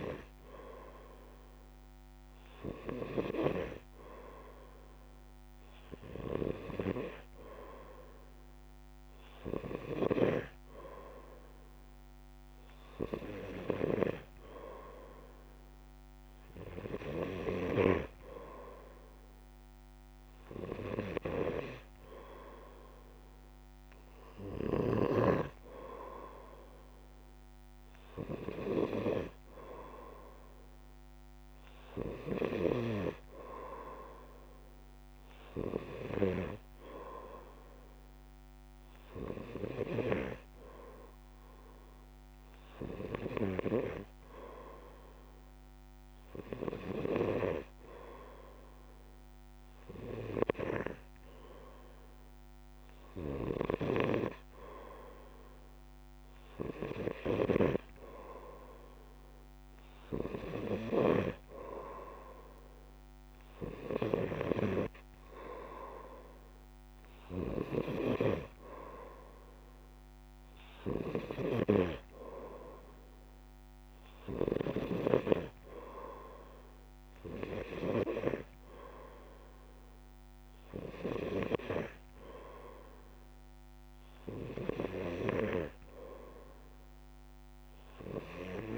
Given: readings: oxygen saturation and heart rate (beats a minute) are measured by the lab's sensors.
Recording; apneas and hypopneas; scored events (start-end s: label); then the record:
breathing in sleep by a microphone on the trachea; none
none scored
From the record:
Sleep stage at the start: N2 (light sleep); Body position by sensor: on the back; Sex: male